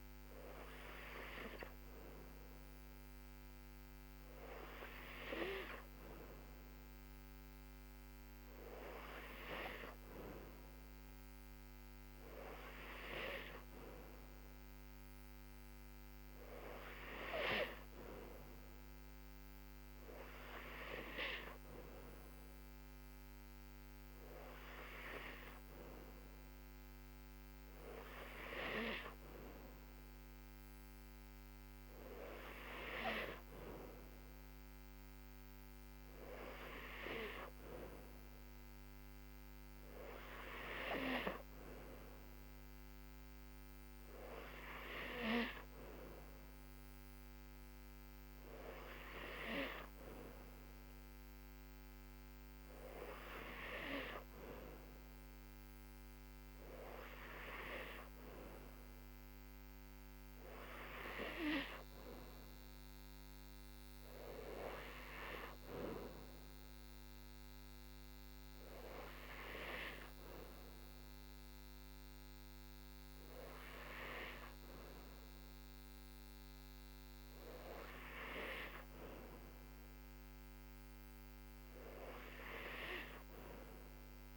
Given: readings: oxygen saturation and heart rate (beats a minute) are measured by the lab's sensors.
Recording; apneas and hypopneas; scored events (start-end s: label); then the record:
breathing in sleep by a microphone on the trachea; none
none scored
From the record:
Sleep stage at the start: N2 (light sleep); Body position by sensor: on the back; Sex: female